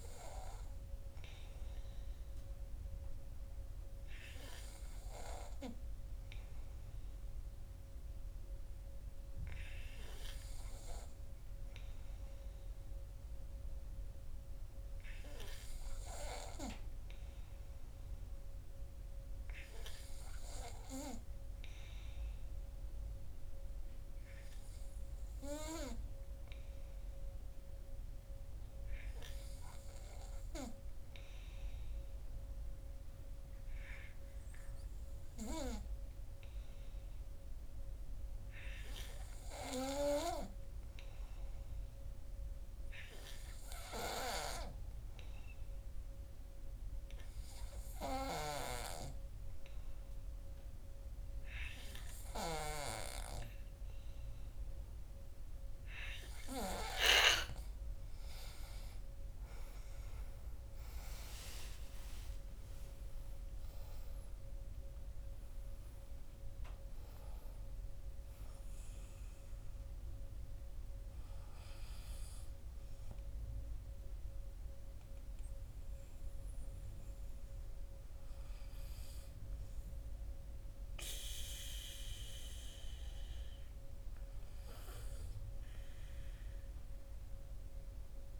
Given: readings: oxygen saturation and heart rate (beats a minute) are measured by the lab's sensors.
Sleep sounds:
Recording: breathing in sleep by a room microphone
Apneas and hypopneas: 1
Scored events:
41.50-55.00 s: hypopnea (oxygen 96% before, 92% lowest, heart rate 54 before, 43 extreme, up 16 after)
60.00-64.50 s: arousal
From the record:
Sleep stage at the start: N2 (light sleep)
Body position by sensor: on the back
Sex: male

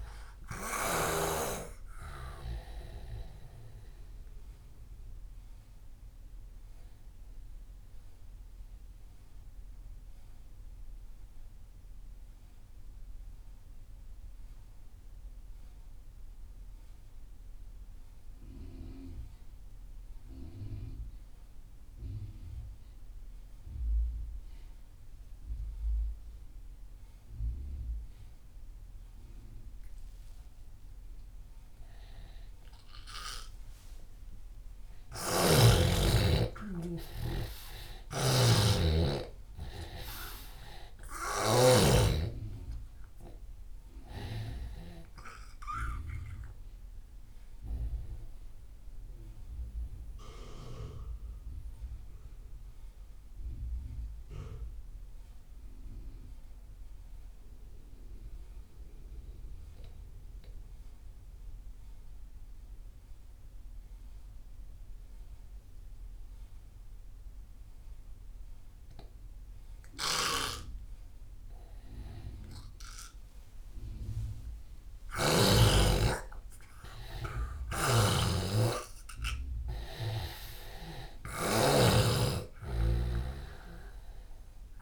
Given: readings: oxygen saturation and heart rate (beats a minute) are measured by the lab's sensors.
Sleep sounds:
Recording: breathing in sleep by a room microphone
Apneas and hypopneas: 2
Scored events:
0.00-1.50 s: snoring (device-marked)
0.00-20.50 s: oxygen desaturation (device-marked, oxygen 83% lowest)
6.00-33.00 s: mixed apnea (oxygen 97% before, 83% lowest)
35.00-42.00 s: snoring (device-marked)
36.00-40.00 s: arousal
39.50-62.50 s: oxygen desaturation (device-marked, oxygen 98% before, 85% lowest)
48.50-71.00 s: mixed apnea (oxygen 99% before, 85% lowest)
70.00-75.50 s: snoring (device-marked)
76.00-79.50 s: arousal
77.50-82.00 s: snoring (device-marked)
83.50-84.82 s: oxygen desaturation (device-marked, oxygen 96% before, 86% lowest)
From the record:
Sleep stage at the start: N2 (light sleep)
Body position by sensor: on the left side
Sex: male

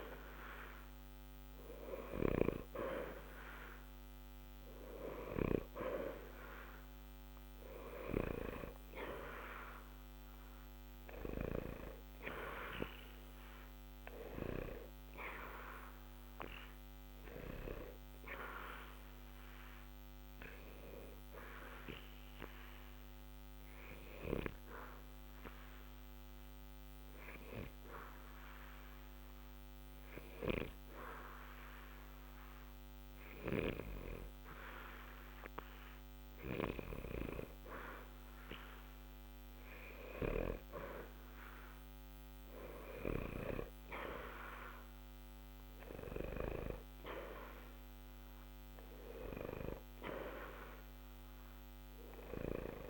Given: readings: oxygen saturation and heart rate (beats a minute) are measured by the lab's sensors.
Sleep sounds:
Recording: breathing in sleep by a microphone on the trachea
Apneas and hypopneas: 1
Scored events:
19.50-35.50 s: obstructive apnea (oxygen 93% before, 90% lowest, heart rate 60 before, 60 extreme, up 0 after)
38.00-42.00 s: arousal
From the record:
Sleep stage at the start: N2 (light sleep)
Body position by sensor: on the back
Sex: male

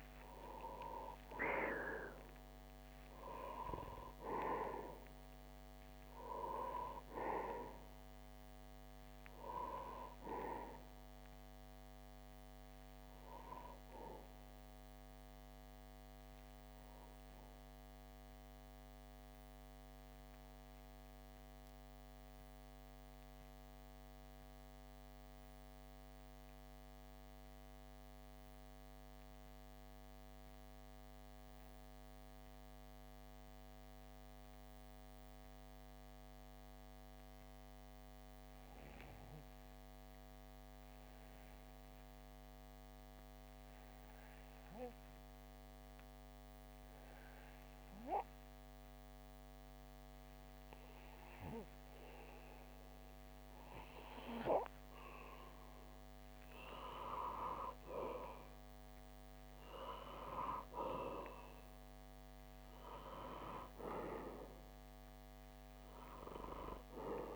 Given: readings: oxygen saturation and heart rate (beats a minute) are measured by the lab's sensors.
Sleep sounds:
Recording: breathing in sleep by a microphone on the trachea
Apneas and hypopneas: 1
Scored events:
0.00-23.00 s: oxygen desaturation (device-marked, oxygen 89% lowest)
13.50-53.00 s: obstructive apnea (oxygen 96% before, 89% lowest)
45.00-67.36 s: oxygen desaturation (device-marked, oxygen 97% before, 92% lowest)
56.00-59.00 s: arousal
From the record:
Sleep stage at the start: N2 (light sleep)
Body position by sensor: on the back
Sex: male

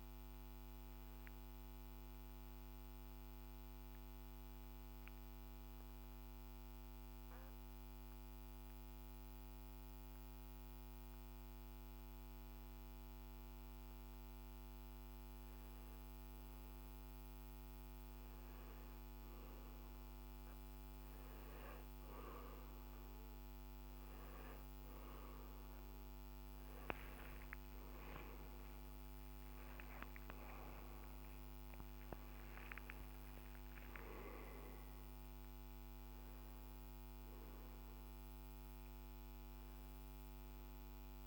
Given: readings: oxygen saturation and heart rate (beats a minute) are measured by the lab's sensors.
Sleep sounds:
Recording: breathing in sleep, hard to hear, by a microphone on the trachea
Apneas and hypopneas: 1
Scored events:
0.00-2.50 s: oxygen desaturation (device-marked, oxygen 92% lowest, heart rate 57 extreme)
2.50-16.00 s: obstructive apnea (oxygen 96% before, 93% lowest, heart rate 70 before, 57 extreme, up 1 after)
23.50-35.50 s: oxygen desaturation (device-marked, oxygen 99% before, 93% lowest, heart rate 63 before, 56 extreme)
27.50-33.00 s: arousal
From the record:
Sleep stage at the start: N2 (light sleep)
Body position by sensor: on the right side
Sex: male

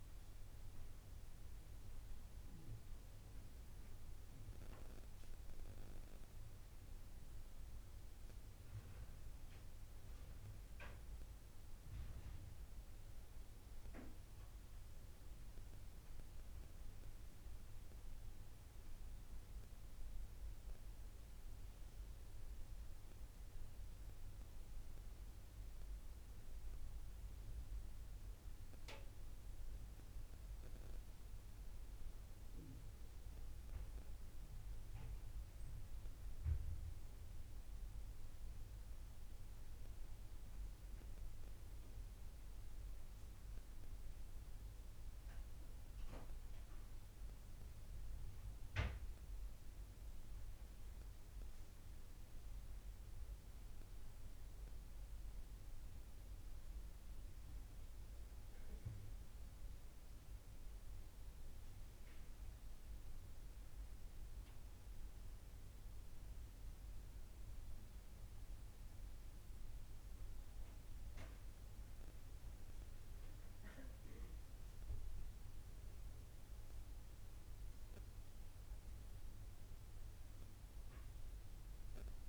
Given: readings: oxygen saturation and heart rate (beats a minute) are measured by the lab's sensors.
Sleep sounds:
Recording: breathing in sleep, hard to hear, by a room microphone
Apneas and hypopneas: none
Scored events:
none scored
From the record:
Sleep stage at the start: N2 (light sleep)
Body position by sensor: on the right side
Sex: female

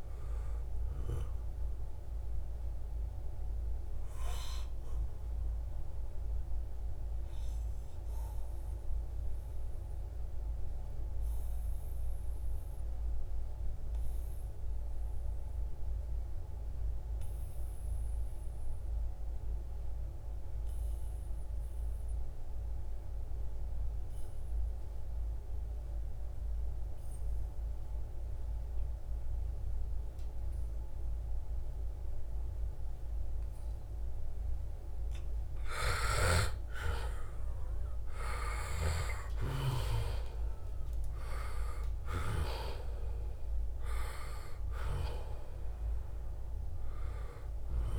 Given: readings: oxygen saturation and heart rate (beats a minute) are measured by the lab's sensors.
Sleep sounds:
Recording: breathing in sleep by a room microphone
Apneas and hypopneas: 1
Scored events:
0.00-1.50 s: long interval between heartbeats (device-marked, heart rate 84 extreme)
0.00-14.00 s: oxygen desaturation (device-marked, oxygen 87% lowest, heart rate 69 extreme)
4.50-34.00 s: obstructive apnea (oxygen 96% before, 87% lowest, heart rate 74 before, 69 extreme, up 14 after)
30.00-47.99 s: oxygen desaturation (device-marked, oxygen 97% before, 88% lowest, heart rate 73 before, 70 extreme)
34.50-38.50 s: arousal
39.00-41.00 s: long interval between heartbeats (device-marked, heart rate 72 before, 79 extreme)
From the record:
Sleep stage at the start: N2 (light sleep)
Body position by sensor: on the back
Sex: male

